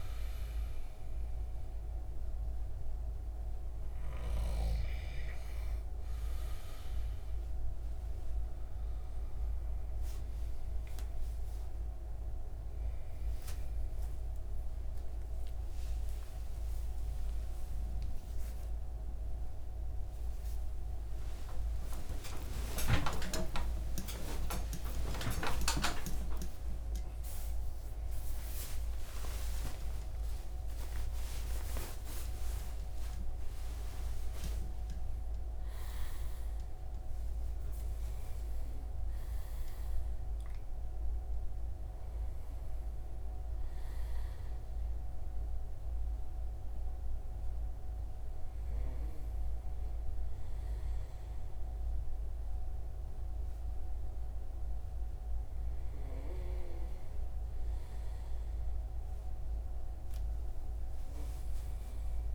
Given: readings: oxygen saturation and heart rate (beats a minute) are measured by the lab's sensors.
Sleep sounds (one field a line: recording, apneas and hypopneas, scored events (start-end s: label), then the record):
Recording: a person partly awake in a sleep study, by a room microphone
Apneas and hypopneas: none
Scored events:
4.00-34.00 s: new sleep stage, awake
34.00-62.35 s: new sleep stage, N2 (light sleep)
From the record:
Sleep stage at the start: N2 (light sleep)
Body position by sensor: on the front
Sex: male